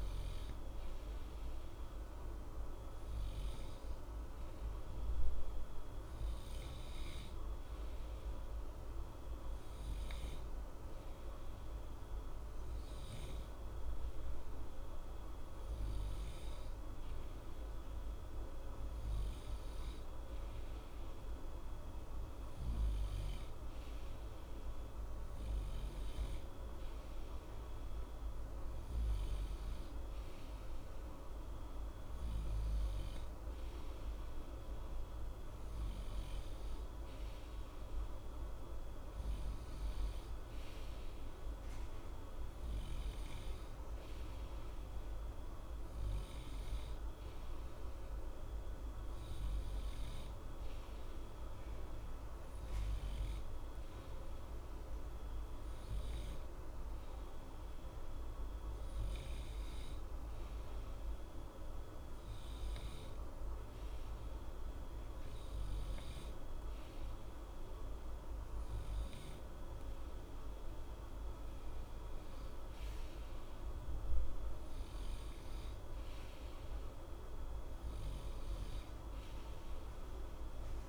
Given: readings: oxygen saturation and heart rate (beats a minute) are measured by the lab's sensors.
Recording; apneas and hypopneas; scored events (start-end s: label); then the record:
breathing in sleep, hard to hear, by a room microphone; 2
2.00-17.00 s: hypopnea (oxygen 93% before, 92% lowest, heart rate 60 before, 60 extreme, up 0 after)
19.00-23.50 s: arousal
53.00-69.00 s: hypopnea (oxygen 93% before, 92% lowest, heart rate 60 before, 60 extreme, up 2 after)
71.00-74.50 s: arousal
From the record:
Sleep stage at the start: N2 (light sleep); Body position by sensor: on the right side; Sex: male